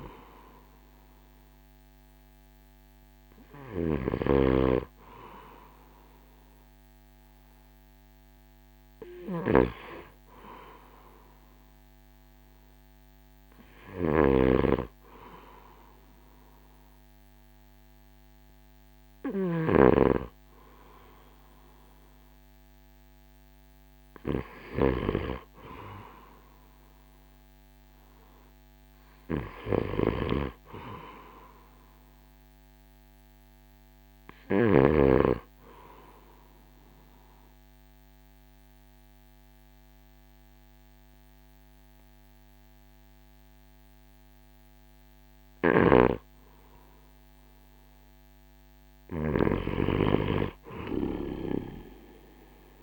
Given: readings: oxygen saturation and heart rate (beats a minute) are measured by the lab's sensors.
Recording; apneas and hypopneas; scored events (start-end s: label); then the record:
breathing in sleep by a microphone on the trachea; 1
3.50-34.50 s: snoring (device-marked)
36.00-48.00 s: obstructive apnea (oxygen 95% before, 91% lowest, heart rate 58 before, 56 extreme, up 6 after)
From the record:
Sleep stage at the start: N2 (light sleep); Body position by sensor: on the right side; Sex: male